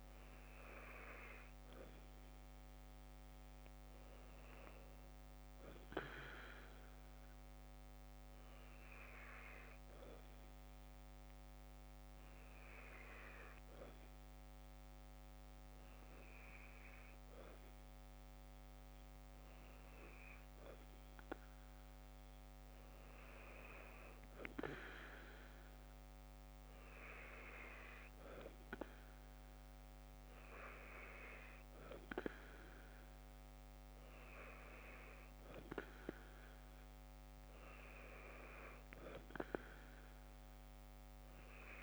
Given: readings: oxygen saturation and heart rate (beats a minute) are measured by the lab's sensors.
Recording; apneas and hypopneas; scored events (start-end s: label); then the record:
breathing in sleep by a microphone on the trachea; none
none scored
From the record:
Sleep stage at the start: N2 (light sleep); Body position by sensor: on the left side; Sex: female